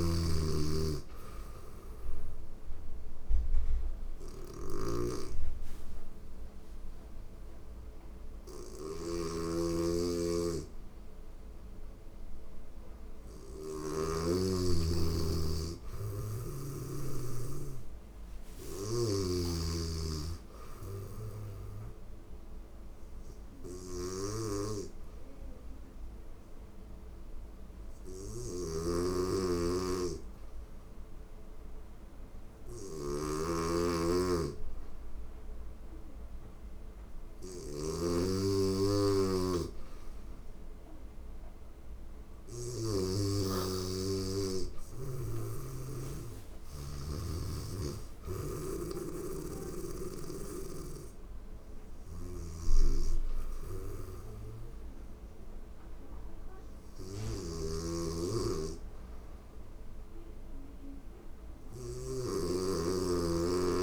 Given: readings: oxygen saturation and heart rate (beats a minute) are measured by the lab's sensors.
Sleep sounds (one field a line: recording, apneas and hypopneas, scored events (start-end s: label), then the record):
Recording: breathing in sleep by a room microphone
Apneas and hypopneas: 1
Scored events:
0.00-13.50 s: snoring (device-marked)
1.00-12.50 s: obstructive apnea (oxygen 94% before, 87% lowest, heart rate 88 before, 86 extreme, up 0 after)
8.50-18.50 s: oxygen desaturation (device-marked, oxygen 96% before, 87% lowest, heart rate 87 before, 85 extreme)
16.50-20.50 s: arousal
18.00-42.00 s: snoring (device-marked)
27.50-37.50 s: oxygen desaturation (device-marked, oxygen 97% before, 91% lowest, heart rate 89 before, 85 extreme)
46.50-63.50 s: oxygen desaturation (device-marked, oxygen 96% before, 90% lowest, heart rate 87 before, 86 extreme)
51.50-63.83 s: snoring (device-marked)
From the record:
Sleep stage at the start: N2 (light sleep)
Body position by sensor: on the right side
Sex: female